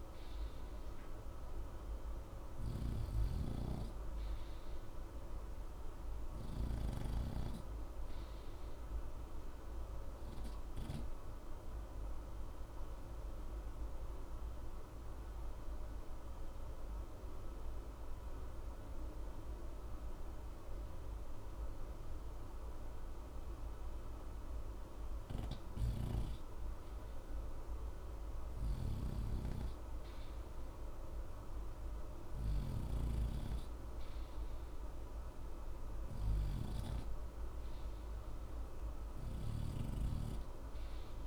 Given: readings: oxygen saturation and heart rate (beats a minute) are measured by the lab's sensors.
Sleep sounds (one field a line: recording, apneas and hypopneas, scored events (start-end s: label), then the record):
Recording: breathing in sleep by a room microphone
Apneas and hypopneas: 1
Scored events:
0.00-16.00 s: oxygen desaturation (device-marked, oxygen 78% lowest, heart rate 59 extreme)
8.50-25.00 s: obstructive apnea (oxygen 87% before, 82% lowest, heart rate 61 before, 60 extreme, up 10 after)
28.00-31.00 s: arousal
From the record:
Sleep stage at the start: REM sleep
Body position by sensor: on the right side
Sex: male